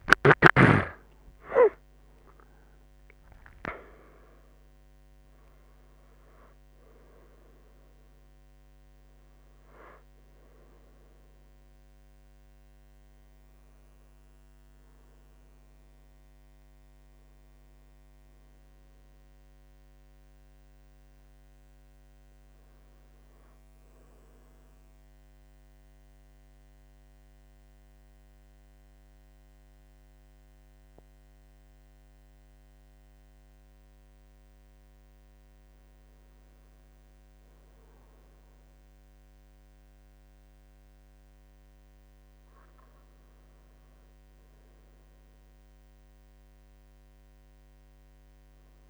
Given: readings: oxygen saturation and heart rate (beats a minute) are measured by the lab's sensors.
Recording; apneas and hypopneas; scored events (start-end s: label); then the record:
a person partly awake in a sleep study, by a microphone on the trachea; 1
20.00-48.90 s: new sleep stage, N2 (light sleep)
24.50-36.00 s: central apnea (oxygen 97% before, 92% lowest, heart rate 86 before, 72 extreme, up 9 after)
37.50-41.00 s: arousal
From the record:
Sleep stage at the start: awake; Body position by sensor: on the right side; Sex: male